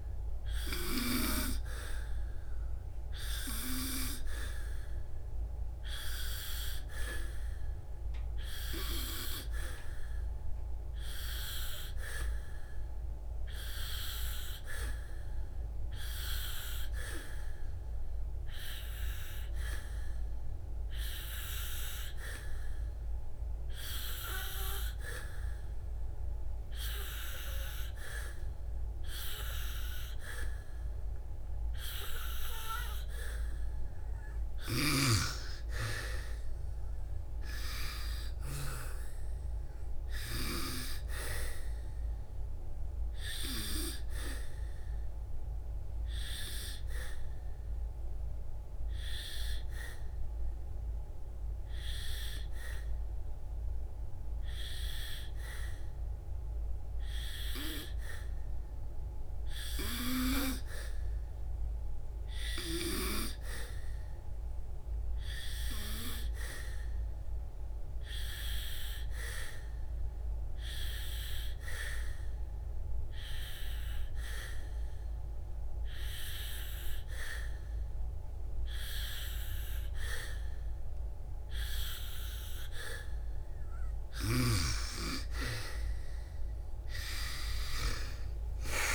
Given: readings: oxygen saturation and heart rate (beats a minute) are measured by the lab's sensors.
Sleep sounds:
breathing in sleep by a room microphone; 3
5.00-22.00 s: oxygen desaturation (device-marked, oxygen 97% before, 92% lowest, heart rate 63 before, 66 extreme)
7.00-33.50 s: hypopnea (oxygen 97% before, 91% lowest, heart rate 64 before, 58 extreme, up 4 after)
36.50-39.50 s: arousal
47.50-59.50 s: obstructive apnea (oxygen 93% before, 91% lowest, heart rate 68 before, 58 extreme, up 11 after)
63.50-67.00 s: arousal
70.50-83.50 s: obstructive apnea (oxygen 97% before, 91% lowest, heart rate 63 before, 57 extreme, up 5 after)
80.00-88.95 s: oxygen desaturation (device-marked, oxygen 97% before, 92% lowest, heart rate 66 before, 57 extreme)
87.50-88.95 s: arousal
From the record:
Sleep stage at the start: N2 (light sleep); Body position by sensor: on the back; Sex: female

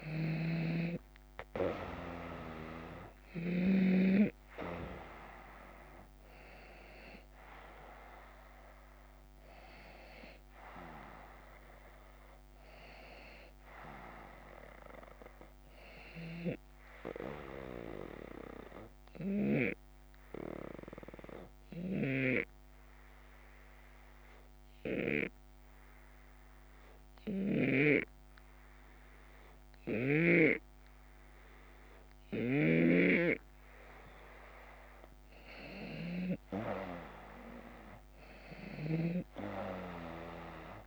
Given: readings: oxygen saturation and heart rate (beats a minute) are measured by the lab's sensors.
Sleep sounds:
breathing in sleep by a microphone on the trachea; 1
0.00-1.50 s: arousal
0.00-3.50 s: snoring (device-marked)
17.50-34.00 s: obstructive apnea (oxygen 94% before, 91% lowest, heart rate 81 before, 74 extreme, up 4 after)
32.00-40.87 s: snoring (device-marked)
36.50-40.87 s: arousal
From the record:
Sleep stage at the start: N2 (light sleep); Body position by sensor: on the back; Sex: male

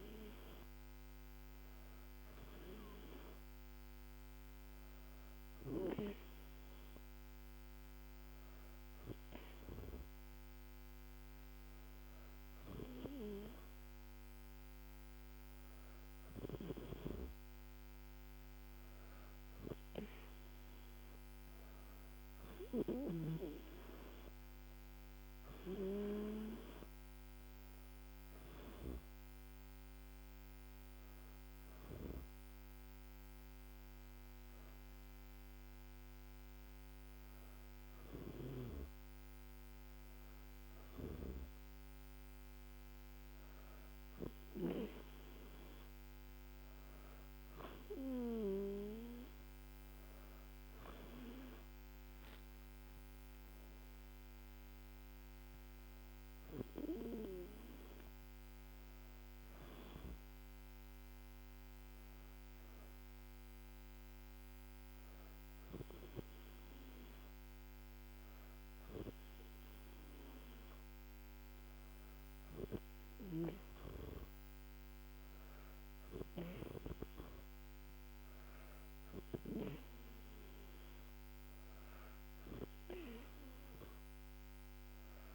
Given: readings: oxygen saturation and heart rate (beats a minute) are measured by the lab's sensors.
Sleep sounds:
breathing in sleep by a microphone on the trachea; none
none scored
From the record:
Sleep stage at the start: N2 (light sleep); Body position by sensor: on the back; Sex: female

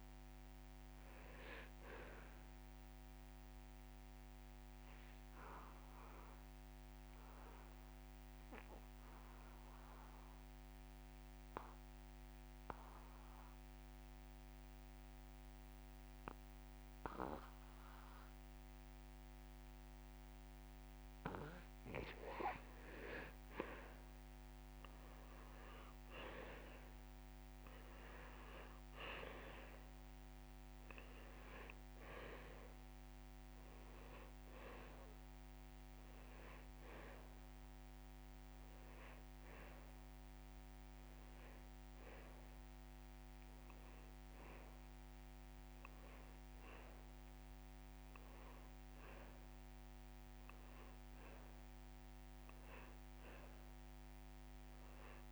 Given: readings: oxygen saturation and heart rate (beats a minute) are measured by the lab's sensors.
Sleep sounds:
breathing in sleep by a microphone on the trachea; 1
0.00-30.00 s: oxygen desaturation (device-marked, oxygen 91% lowest)
4.50-20.50 s: obstructive apnea (oxygen 97% before, 90% lowest)
23.50-26.50 s: arousal
44.00-55.32 s: oxygen desaturation (device-marked, oxygen 98% before, 90% lowest)
From the record:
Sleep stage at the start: N2 (light sleep); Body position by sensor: on the back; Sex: male

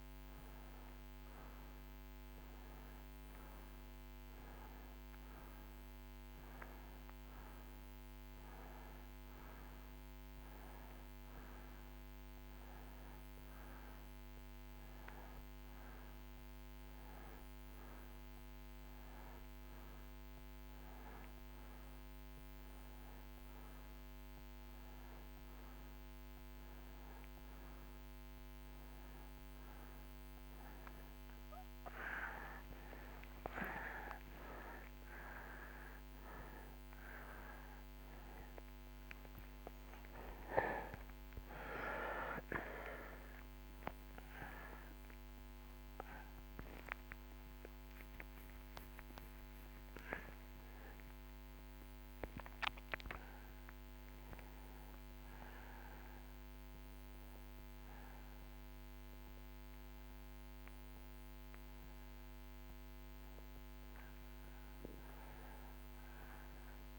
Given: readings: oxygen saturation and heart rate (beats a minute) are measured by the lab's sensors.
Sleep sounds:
a person partly awake in a sleep study, by a microphone on the trachea; none
35.00-66.99 s: new sleep stage, awake
From the record:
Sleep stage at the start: N2 (light sleep); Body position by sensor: on the right side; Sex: male

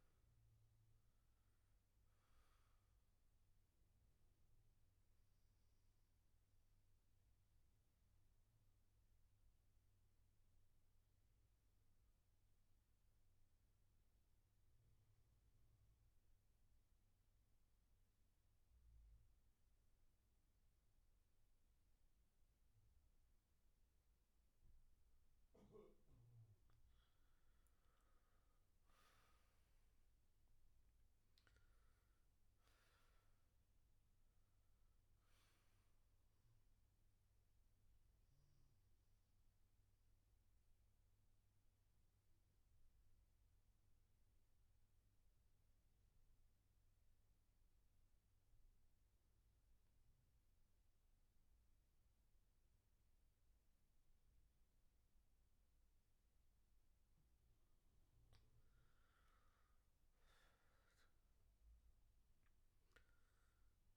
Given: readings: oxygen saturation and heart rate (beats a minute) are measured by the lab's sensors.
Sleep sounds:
breathing in sleep, hard to hear, by a room microphone; 2
0.00-15.50 s: oxygen desaturation (device-marked, oxygen 80% lowest, heart rate 62 extreme)
4.50-26.00 s: obstructive apnea (oxygen 99% before, 80% lowest, heart rate 71 before, 62 extreme, up 15 after)
23.50-47.50 s: oxygen desaturation (device-marked, oxygen 98% before, 84% lowest, heart rate 66 before, 64 extreme)
28.00-31.50 s: arousal
38.00-57.50 s: obstructive apnea (oxygen 98% before, 82% lowest, heart rate 71 before, 63 extreme, up 15 after)
56.50-63.97 s: oxygen desaturation (device-marked, oxygen 98% before, 83% lowest, heart rate 66 before, 63 extreme)
59.00-63.00 s: arousal
From the record:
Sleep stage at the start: N2 (light sleep); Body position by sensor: on the back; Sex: male

